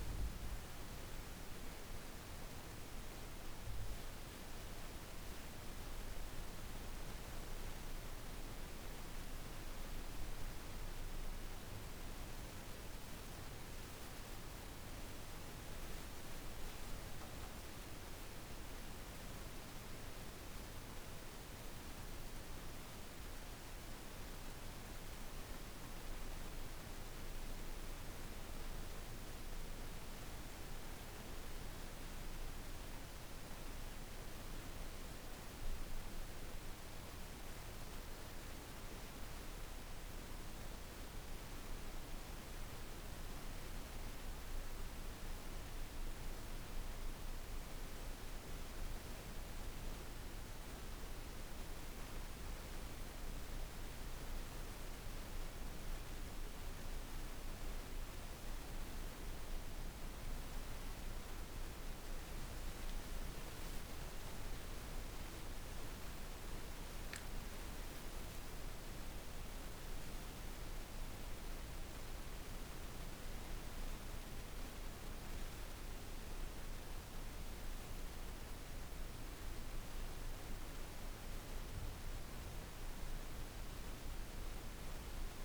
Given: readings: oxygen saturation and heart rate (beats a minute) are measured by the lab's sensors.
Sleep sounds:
a person awake in a sleep study, hard to hear, by a room microphone; none
none scored
From the record:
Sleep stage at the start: awake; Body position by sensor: on the back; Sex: female

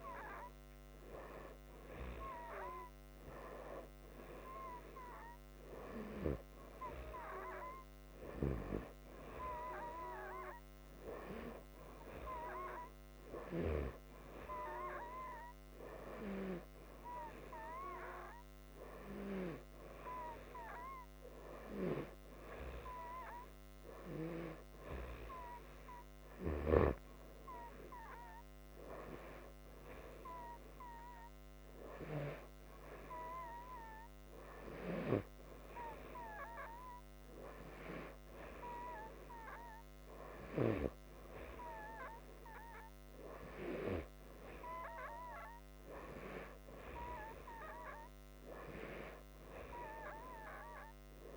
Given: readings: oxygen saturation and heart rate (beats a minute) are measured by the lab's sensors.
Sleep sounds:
breathing in sleep by a microphone on the trachea; none
none scored
From the record:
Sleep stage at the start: N2 (light sleep); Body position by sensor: upright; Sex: male

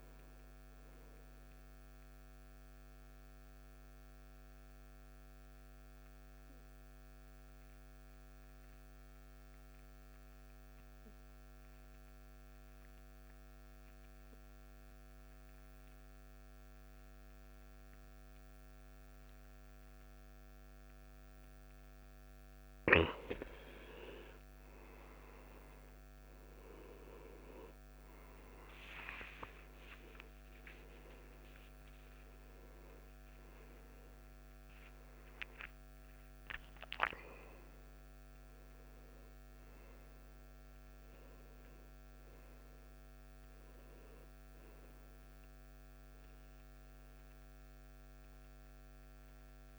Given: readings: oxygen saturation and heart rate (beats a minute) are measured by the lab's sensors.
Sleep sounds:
breathing in sleep by a microphone on the trachea; 1
6.50-24.00 s: hypopnea (oxygen 96% before, 89% lowest, heart rate 64 before, 58 extreme, up 12 after)
18.50-49.50 s: oxygen desaturation (device-marked, oxygen 96% before, 89% lowest, heart rate 60 before, 58 extreme)
32.00-37.00 s: arousal
From the record:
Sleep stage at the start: N2 (light sleep); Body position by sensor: on the back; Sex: male

